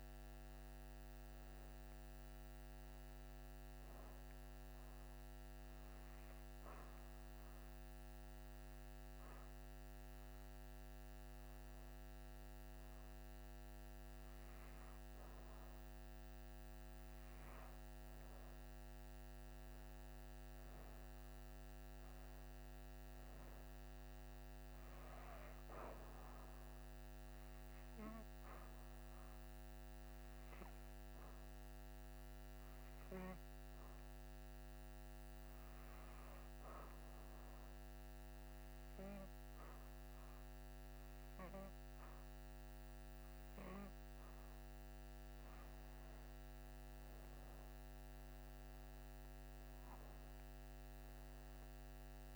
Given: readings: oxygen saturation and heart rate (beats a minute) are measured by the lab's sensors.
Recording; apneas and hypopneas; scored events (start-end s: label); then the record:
breathing in sleep, hard to hear, by a microphone on the trachea; 2
5.00-17.50 s: hypopnea (oxygen 97% before, 91% lowest, heart rate 68 before, 62 extreme, up 6 after)
19.00-22.50 s: arousal
22.00-42.00 s: oxygen desaturation (device-marked, oxygen 96% before, 92% lowest, heart rate 67 before, 61 extreme)
26.00-45.50 s: hypopnea (oxygen 96% before, 90% lowest, heart rate 67 before, 58 extreme, up 9 after)
47.50-51.00 s: arousal
48.00-52.36 s: oxygen desaturation (device-marked, oxygen 95% before, 91% lowest, heart rate 65 before, 58 extreme)
From the record:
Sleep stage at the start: N2 (light sleep); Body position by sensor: on the back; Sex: female